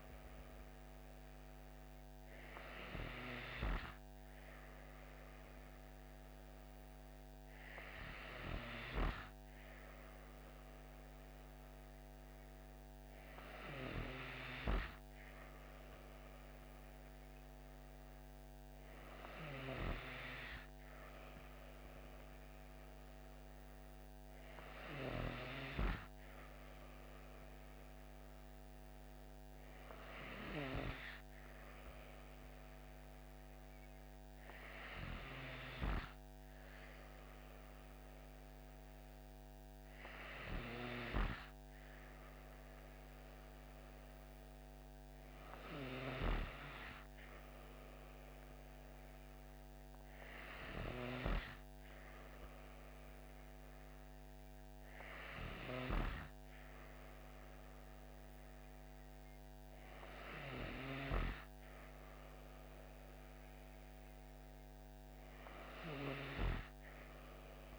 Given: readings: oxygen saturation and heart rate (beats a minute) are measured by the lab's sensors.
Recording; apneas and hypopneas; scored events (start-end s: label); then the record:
breathing in sleep by a microphone on the trachea; none
none scored
From the record:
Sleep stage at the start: N2 (light sleep); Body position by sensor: on the back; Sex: female